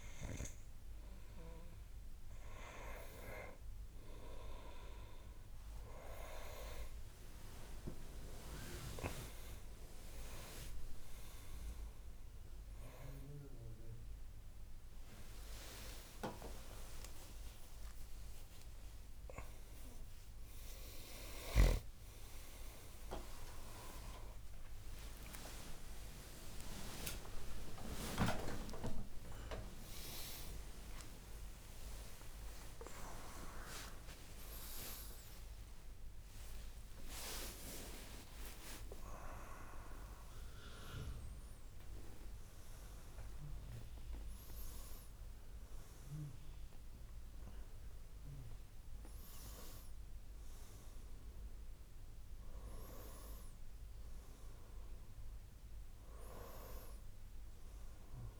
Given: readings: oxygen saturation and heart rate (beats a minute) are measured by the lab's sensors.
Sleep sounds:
a person awake in a sleep study, by a room microphone; none
13.00-21.00 s: tachycardia (device-marked, heart rate 71 before, 118 extreme)
15.00-29.00 s: oxygen desaturation (device-marked, oxygen 96% before, 92% lowest, heart rate 73 before, 73 extreme)
22.00-31.00 s: tachycardia (device-marked, heart rate 72 before, 135 extreme)
35.00-38.00 s: tachycardia (device-marked, heart rate 73 before, 100 extreme)
56.00-58.40 s: new sleep stage, N1 (lightest sleep)
From the record:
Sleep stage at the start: awake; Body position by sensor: on the right side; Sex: male

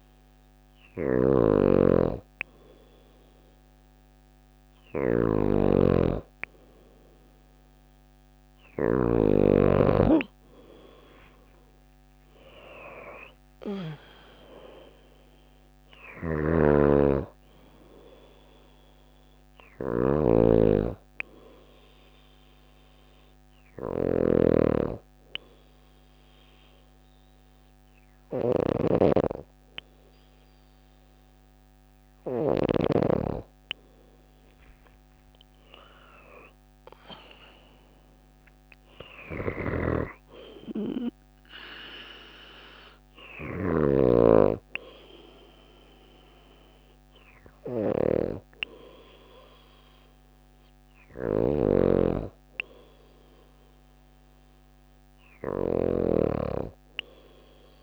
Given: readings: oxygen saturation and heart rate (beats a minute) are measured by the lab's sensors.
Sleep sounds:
breathing in sleep by a microphone on the trachea; 1
0.00-8.00 s: snoring (device-marked)
9.50-13.50 s: arousal
15.00-31.50 s: snoring (device-marked)
21.50-33.00 s: hypopnea (oxygen 96% before, 93% lowest, heart rate 55 before, 52 extreme, up 5 after)
34.50-37.50 s: arousal
38.50-57.83 s: snoring (device-marked)
From the record:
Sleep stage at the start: N2 (light sleep); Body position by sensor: on the back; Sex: female

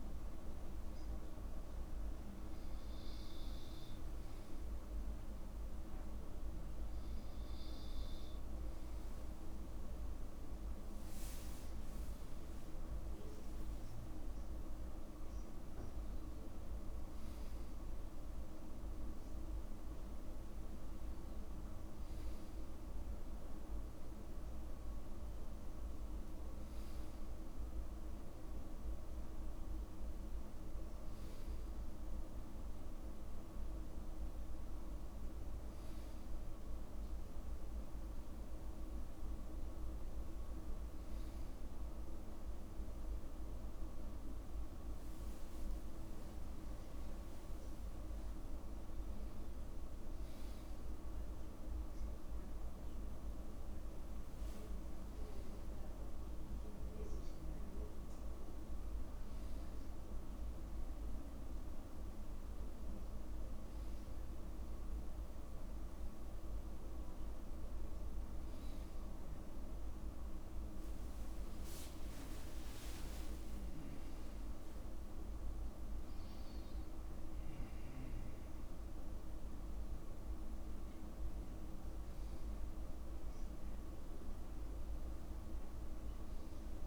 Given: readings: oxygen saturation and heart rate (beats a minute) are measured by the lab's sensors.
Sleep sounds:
breathing in sleep, hard to hear, by a room microphone; none
10.00-14.00 s: arousal
73.50-75.50 s: long interval between heartbeats (device-marked, heart rate 64 before, 83 extreme)
From the record:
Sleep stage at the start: N2 (light sleep); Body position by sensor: on the back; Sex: male

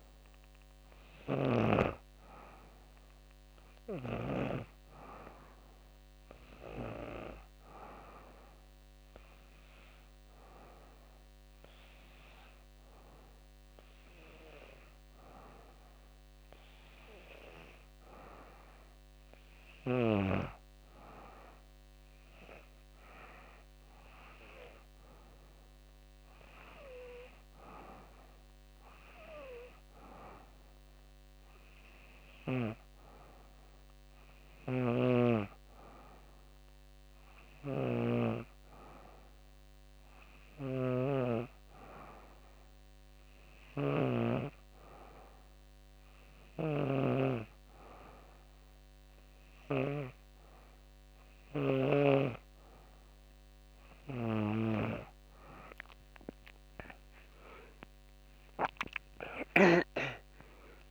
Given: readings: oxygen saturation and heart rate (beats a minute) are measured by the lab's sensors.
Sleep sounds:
breathing in sleep by a microphone on the trachea; 2
2.00-14.00 s: oxygen desaturation (device-marked, oxygen 96% before, 93% lowest, heart rate 88 before, 87 extreme)
8.50-19.00 s: hypopnea (oxygen 96% before, 92% lowest, heart rate 88 before, 87 extreme, up 1 after)
24.00-27.50 s: arousal
40.00-52.00 s: hypopnea (oxygen 96% before, 92% lowest, heart rate 88 before, 89 extreme, up 7 after)
From the record:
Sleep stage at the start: N2 (light sleep); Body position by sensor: on the back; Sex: female

